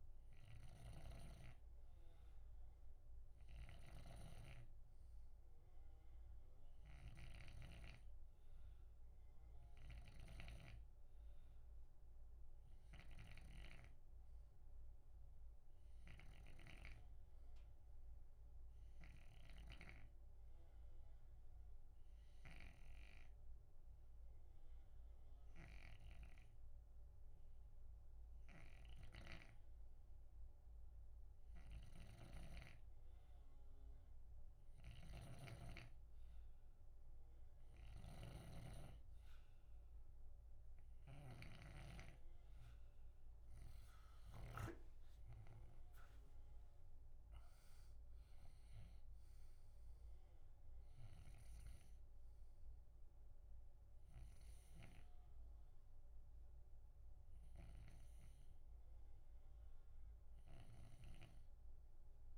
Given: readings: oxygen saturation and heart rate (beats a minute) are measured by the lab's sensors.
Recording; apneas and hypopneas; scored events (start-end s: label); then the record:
breathing in sleep by a room microphone; none
0.00-7.50 s: snoring (device-marked)
9.50-41.50 s: snoring (device-marked)
43.50-49.00 s: snoring (device-marked)
44.00-48.50 s: arousal
51.00-62.38 s: snoring (device-marked)
51.50-57.50 s: oxygen desaturation (device-marked, oxygen 92% before, 89% lowest, heart rate 67 before, 61 extreme)
From the record:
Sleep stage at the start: N2 (light sleep); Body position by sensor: on the left side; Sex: male